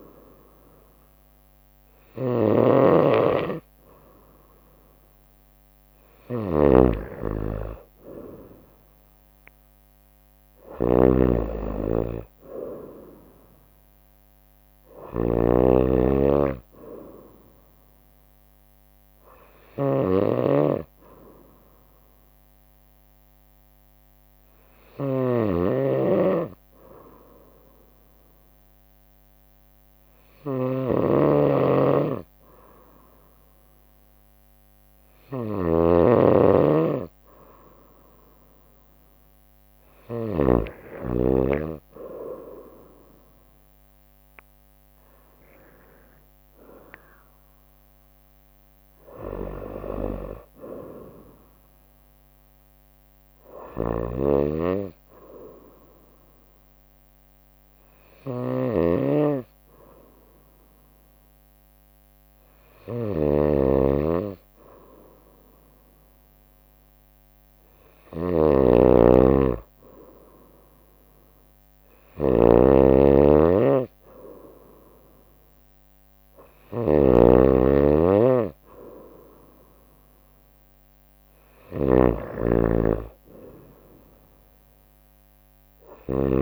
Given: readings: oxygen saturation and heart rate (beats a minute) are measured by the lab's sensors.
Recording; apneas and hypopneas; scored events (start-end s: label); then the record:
breathing in sleep by a microphone on the trachea; 2
0.00-40.50 s: snoring (device-marked)
12.50-15.50 s: arousal
19.00-36.50 s: obstructive apnea (oxygen 97% before, 94% lowest, heart rate 66 before, 63 extreme, up 0 after)
39.00-43.00 s: arousal
41.00-55.00 s: drop in pulse transit time (device-marked, heart rate 65 before, 64 extreme)
53.50-86.41 s: snoring (device-marked)
54.50-67.00 s: obstructive apnea (oxygen 96% before, 94% lowest, heart rate 65 before, 62 extreme, up 4 after)
70.00-73.50 s: arousal
74.00-86.00 s: drop in pulse transit time (device-marked, heart rate 63 before, 64 extreme)
From the record:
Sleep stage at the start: N2 (light sleep); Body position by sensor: on the right side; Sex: female